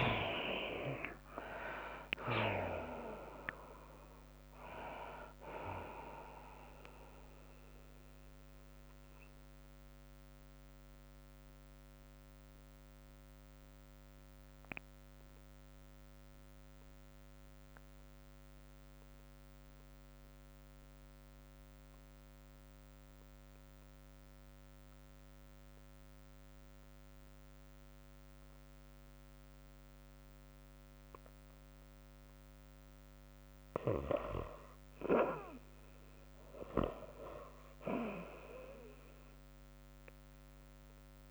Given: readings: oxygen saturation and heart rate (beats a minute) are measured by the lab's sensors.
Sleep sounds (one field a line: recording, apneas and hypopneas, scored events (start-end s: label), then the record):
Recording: breathing in sleep by a microphone on the trachea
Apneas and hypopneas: 1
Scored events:
0.00-15.50 s: oxygen desaturation (device-marked, oxygen 55% lowest, heart rate 62 extreme)
0.00-27.50 s: tachycardia (device-marked, heart rate 118 extreme)
0.50-16.50 s: drop in pulse transit time (device-marked, heart rate 69 before, 90 extreme)
8.00-33.00 s: mixed apnea (oxygen 70% before, 53% lowest, heart rate 82 before, 91 extreme)
20.50-41.31 s: oxygen desaturation (device-marked, oxygen 98% before, 63% lowest, heart rate 111 before, 91 extreme)
35.50-39.50 s: arousal
From the record:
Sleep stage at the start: REM sleep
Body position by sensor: on the back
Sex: female